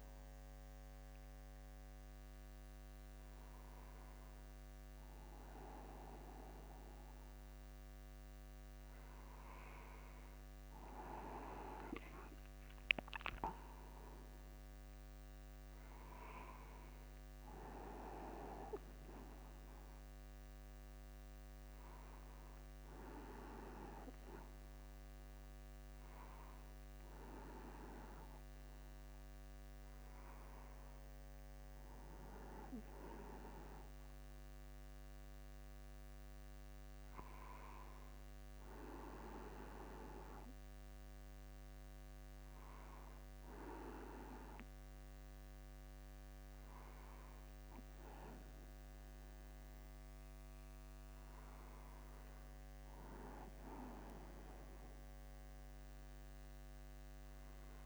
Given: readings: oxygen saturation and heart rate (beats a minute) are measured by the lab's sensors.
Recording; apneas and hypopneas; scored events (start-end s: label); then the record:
a person awake in a sleep study, by a microphone on the trachea; none
43.50-57.85 s: new sleep stage, N1 (lightest sleep)
From the record:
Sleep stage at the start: awake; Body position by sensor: upright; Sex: male